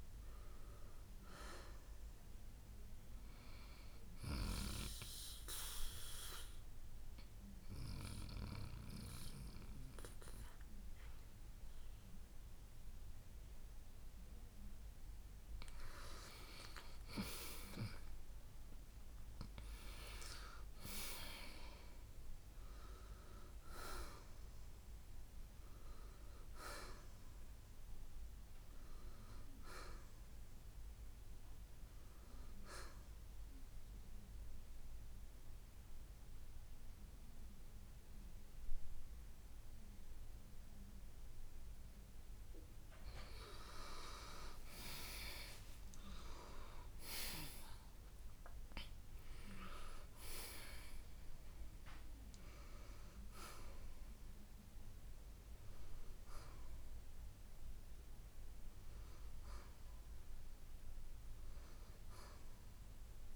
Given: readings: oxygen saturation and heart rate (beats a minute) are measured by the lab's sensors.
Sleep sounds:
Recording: breathing in sleep by a room microphone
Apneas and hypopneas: 2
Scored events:
0.00-4.50 s: oxygen desaturation (device-marked, oxygen 85% lowest, heart rate 59 extreme)
5.50-15.50 s: central apnea (oxygen 91% before, 86% lowest, heart rate 64 before, 60 extreme, up 6 after)
12.50-21.50 s: oxygen desaturation (device-marked, oxygen 93% before, 89% lowest, heart rate 63 before, 58 extreme)
19.00-22.50 s: arousal
33.00-43.50 s: central apnea (oxygen 93% before, 86% lowest, heart rate 66 before, 58 extreme, up 6 after)
40.50-51.50 s: oxygen desaturation (device-marked, oxygen 92% before, 86% lowest, heart rate 67 before, 58 extreme)
45.00-48.50 s: arousal
From the record:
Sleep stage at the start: N2 (light sleep)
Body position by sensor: on the right side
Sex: male

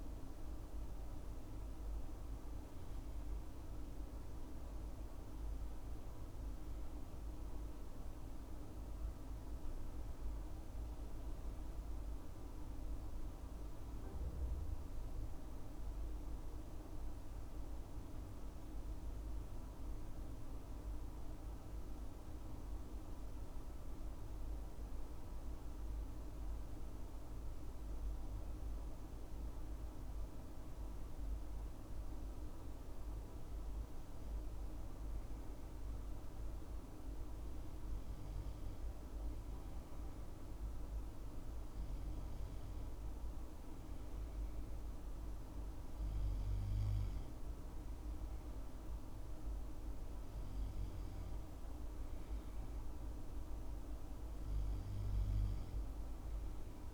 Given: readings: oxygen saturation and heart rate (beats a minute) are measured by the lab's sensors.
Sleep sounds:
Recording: breathing in sleep, hard to hear, by a room microphone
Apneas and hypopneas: 1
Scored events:
12.00-50.50 s: hypopnea (oxygen 96% before, 95% lowest, heart rate 69 before, 66 extreme, up 3 after)
From the record:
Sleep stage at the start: N2 (light sleep)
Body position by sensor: on the left side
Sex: male

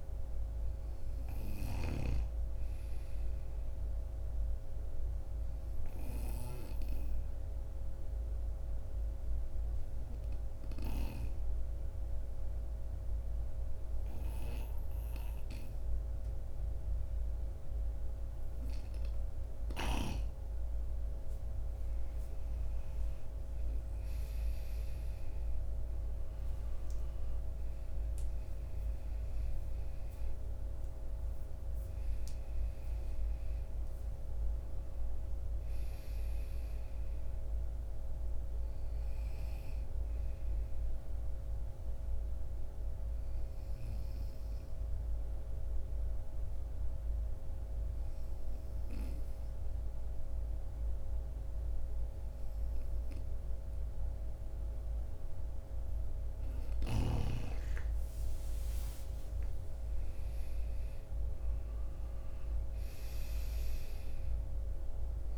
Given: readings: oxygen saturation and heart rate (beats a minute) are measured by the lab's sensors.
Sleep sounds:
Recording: breathing in sleep, hard to hear, by a room microphone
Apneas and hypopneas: 2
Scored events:
5.00-22.00 s: obstructive apnea (oxygen 94% before, 90% lowest)
25.00-30.00 s: arousal
37.00-52.00 s: oxygen desaturation (device-marked, oxygen 93% before, 90% lowest)
41.50-56.50 s: obstructive apnea (oxygen 94% before, 91% lowest)
59.00-62.50 s: arousal
From the record:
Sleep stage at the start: N2 (light sleep)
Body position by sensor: on the right side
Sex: male

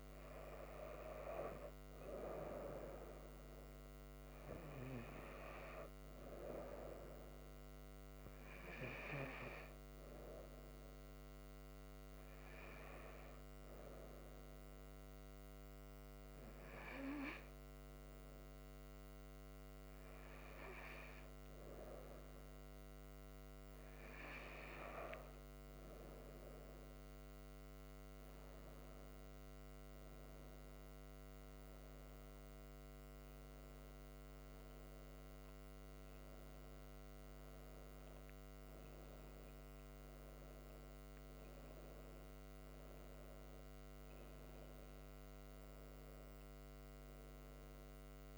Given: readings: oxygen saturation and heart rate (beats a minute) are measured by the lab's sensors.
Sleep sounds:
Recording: breathing in sleep by a microphone on the trachea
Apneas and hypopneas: none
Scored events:
46.50-48.38 s: arousal
From the record:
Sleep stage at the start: N2 (light sleep)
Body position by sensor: on the right side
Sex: female

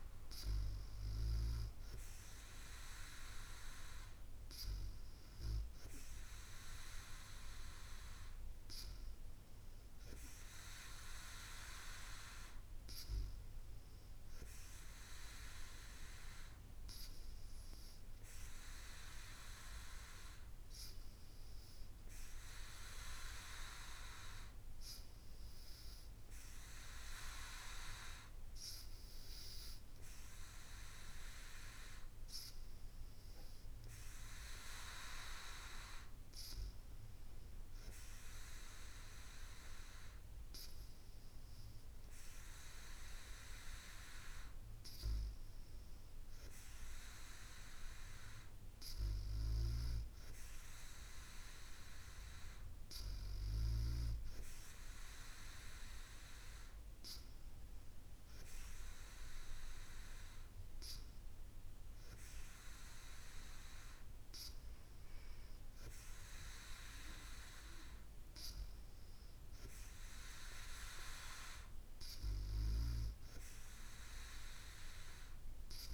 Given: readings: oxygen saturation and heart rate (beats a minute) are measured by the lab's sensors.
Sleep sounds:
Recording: breathing in sleep by a room microphone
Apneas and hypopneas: none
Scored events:
none scored
From the record:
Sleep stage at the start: N2 (light sleep)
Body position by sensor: on the back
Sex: female

